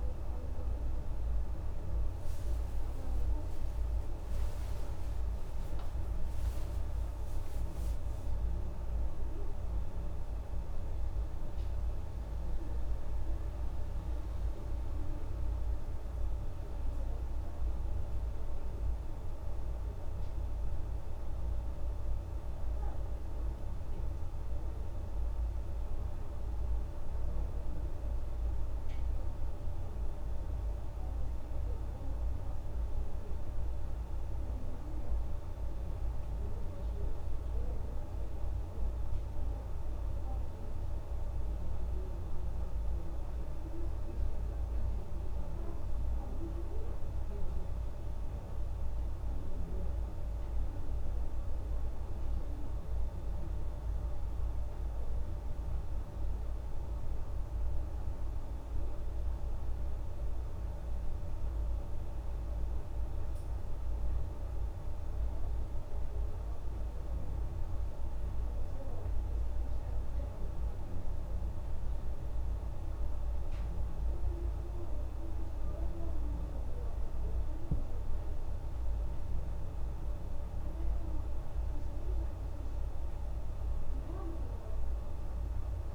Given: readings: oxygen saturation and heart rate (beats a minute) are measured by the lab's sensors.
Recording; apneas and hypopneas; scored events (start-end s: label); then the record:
a person partly awake in a sleep study, hard to hear, by a room microphone; none
11.00-85.95 s: new sleep stage, N1 (lightest sleep)
From the record:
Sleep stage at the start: awake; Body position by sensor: on the back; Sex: female